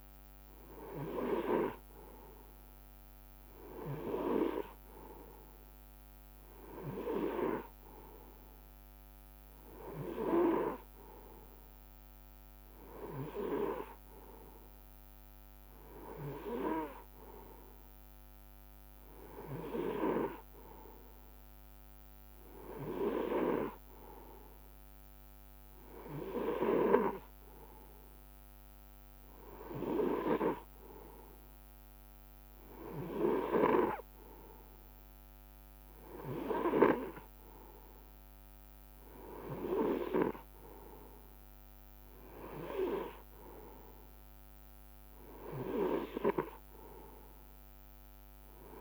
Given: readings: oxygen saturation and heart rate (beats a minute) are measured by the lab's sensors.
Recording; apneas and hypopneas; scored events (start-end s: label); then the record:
breathing in sleep by a microphone on the trachea; none
none scored
From the record:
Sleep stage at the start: N3 (deep sleep); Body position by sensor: on the right side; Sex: male